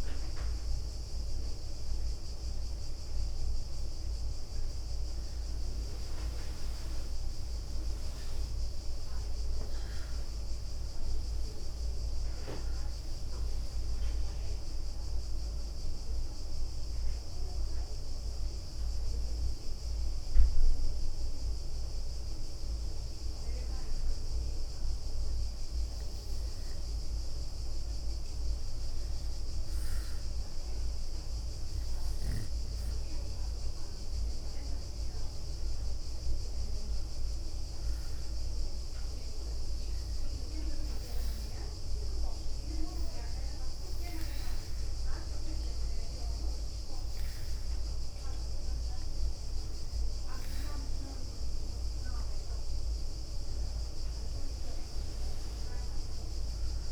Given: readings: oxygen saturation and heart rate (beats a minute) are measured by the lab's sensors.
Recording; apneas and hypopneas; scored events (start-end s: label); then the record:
breathing in sleep, hard to hear, by a room microphone; 2
9.50-13.50 s: arousal
15.50-26.50 s: hypopnea (oxygen 98% before, 92% lowest, heart rate 77 before, 67 extreme, up 1 after)
28.50-34.00 s: arousal
28.50-56.92 s: new sleep stage, N2 (light sleep)
39.00-50.00 s: hypopnea (oxygen 98% before, 92% lowest, heart rate 71 before, 67 extreme, up 9 after)
53.50-56.50 s: arousal
53.50-56.92 s: leg movement (device-marked)
From the record:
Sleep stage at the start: N1 (lightest sleep); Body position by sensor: on the back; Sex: female